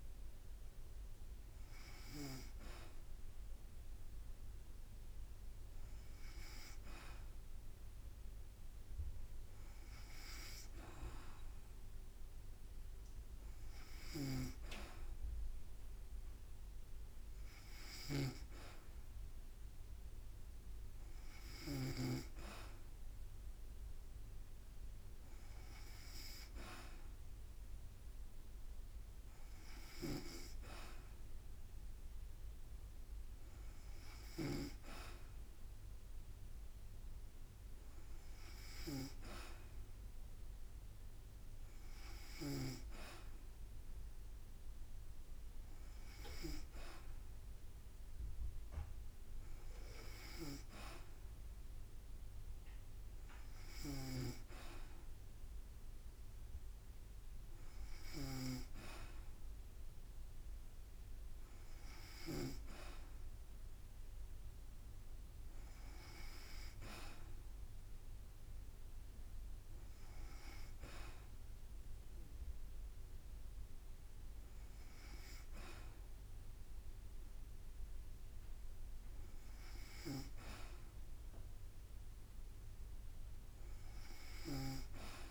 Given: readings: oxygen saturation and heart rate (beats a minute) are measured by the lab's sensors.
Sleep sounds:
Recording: breathing in sleep by a room microphone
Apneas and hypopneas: none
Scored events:
13.50-21.50 s: snoring (device-marked)
29.50-34.50 s: snoring (device-marked)
53.50-62.00 s: snoring (device-marked)
From the record:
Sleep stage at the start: N2 (light sleep)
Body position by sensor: on the back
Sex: female

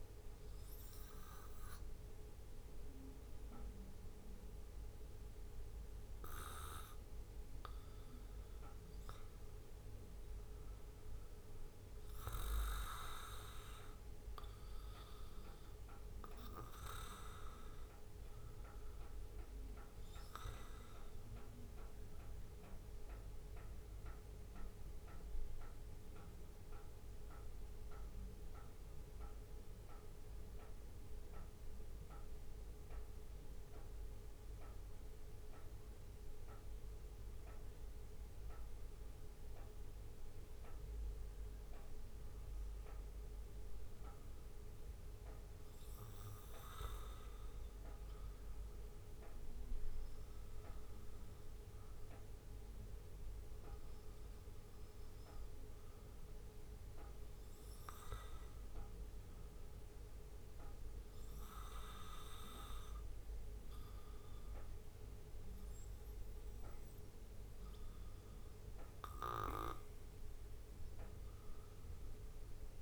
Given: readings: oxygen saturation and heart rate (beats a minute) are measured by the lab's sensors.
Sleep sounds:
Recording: breathing in sleep by a room microphone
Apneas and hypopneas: none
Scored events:
none scored
From the record:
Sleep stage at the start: N2 (light sleep)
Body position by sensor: on the back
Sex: male

